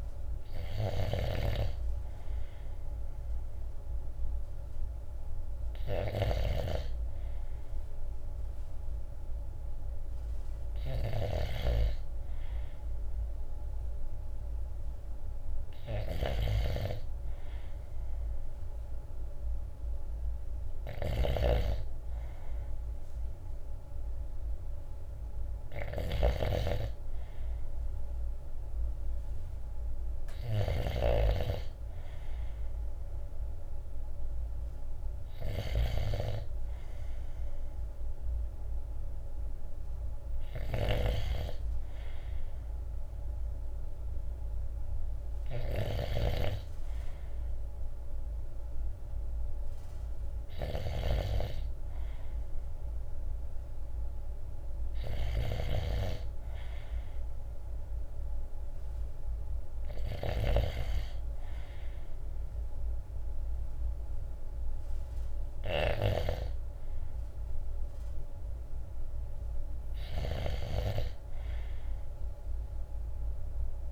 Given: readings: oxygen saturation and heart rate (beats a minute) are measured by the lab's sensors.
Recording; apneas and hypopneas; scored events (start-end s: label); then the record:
breathing in sleep by a room microphone; none
0.00-73.92 s: snoring (device-marked)
21.50-73.92 s: new sleep stage, N3 (deep sleep)
From the record:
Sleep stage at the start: N2 (light sleep); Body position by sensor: on the right side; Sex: male